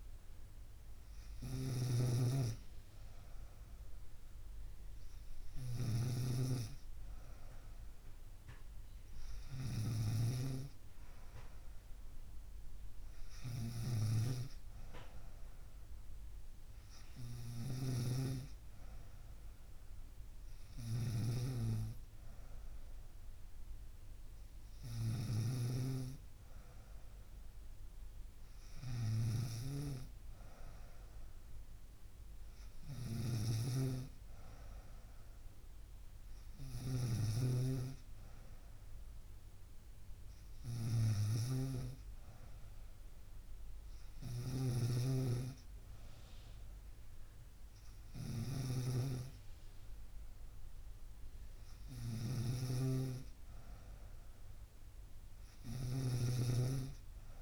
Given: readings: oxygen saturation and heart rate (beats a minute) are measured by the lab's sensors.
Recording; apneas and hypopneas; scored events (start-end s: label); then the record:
breathing in sleep by a room microphone; none
0.00-57.42 s: snoring (device-marked)
From the record:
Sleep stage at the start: N3 (deep sleep); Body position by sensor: on the right side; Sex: female